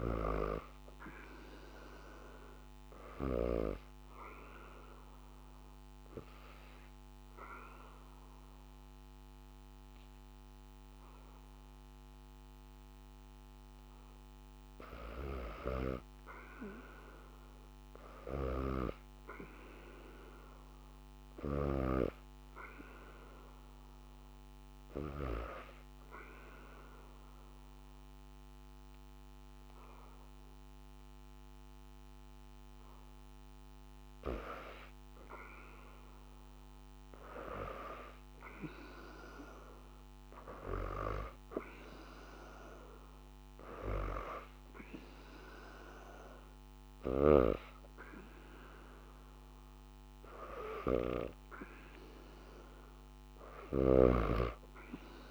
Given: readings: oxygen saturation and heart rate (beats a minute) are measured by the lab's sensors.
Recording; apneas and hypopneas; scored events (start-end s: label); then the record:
breathing in sleep by a microphone on the trachea; 1
3.50-14.50 s: obstructive apnea (oxygen 99% before, 90% lowest, heart rate 80 before, 74 extreme, up 0 after)
15.50-19.00 s: arousal
17.50-21.00 s: snoring (device-marked)
22.00-44.00 s: oxygen desaturation (device-marked, oxygen 98% before, 91% lowest, heart rate 80 before, 74 extreme)
49.00-52.50 s: arousal
53.00-55.31 s: oxygen desaturation (device-marked, oxygen 95% before, 90% lowest, heart rate 77 before, 75 extreme)
53.00-55.31 s: snoring (device-marked)
From the record:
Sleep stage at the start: N2 (light sleep); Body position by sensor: on the back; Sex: female